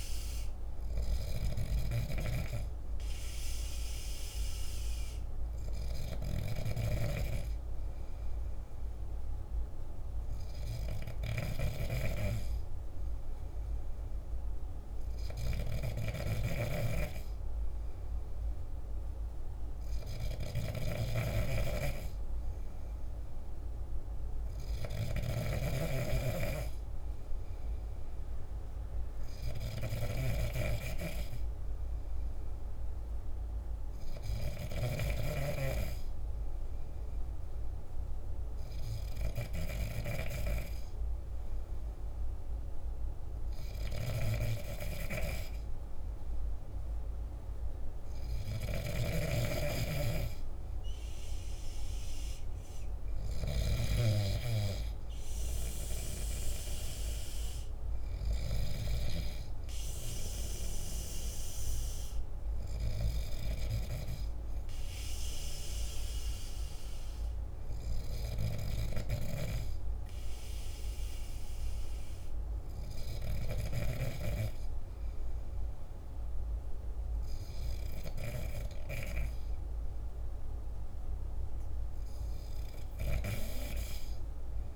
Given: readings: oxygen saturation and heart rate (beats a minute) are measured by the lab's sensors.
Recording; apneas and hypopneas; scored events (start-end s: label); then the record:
breathing in sleep by a room microphone; none
0.00-12.50 s: oxygen desaturation (device-marked, oxygen 94% lowest, heart rate 48 extreme)
0.00-35.00 s: snoring (device-marked)
48.50-53.50 s: snoring (device-marked)
From the record:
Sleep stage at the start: N2 (light sleep); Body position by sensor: on the back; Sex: male